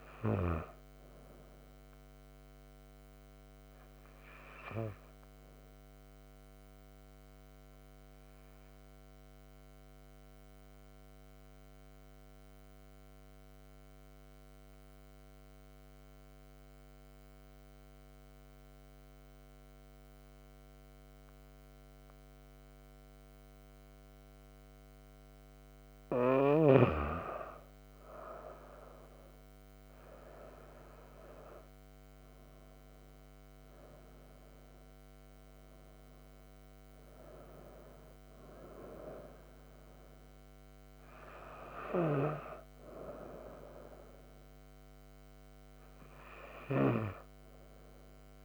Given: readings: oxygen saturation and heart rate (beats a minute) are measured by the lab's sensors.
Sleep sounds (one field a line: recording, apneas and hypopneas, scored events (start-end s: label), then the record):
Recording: breathing in sleep by a microphone on the trachea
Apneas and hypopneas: 1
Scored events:
0.00-9.50 s: oxygen desaturation (device-marked, oxygen 90% lowest)
7.00-26.00 s: obstructive apnea (oxygen 96% before, 93% lowest)
29.50-34.00 s: arousal
29.50-48.45 s: oxygen desaturation (device-marked, oxygen 97% before, 93% lowest)
From the record:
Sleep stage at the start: N2 (light sleep)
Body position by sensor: on the right side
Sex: female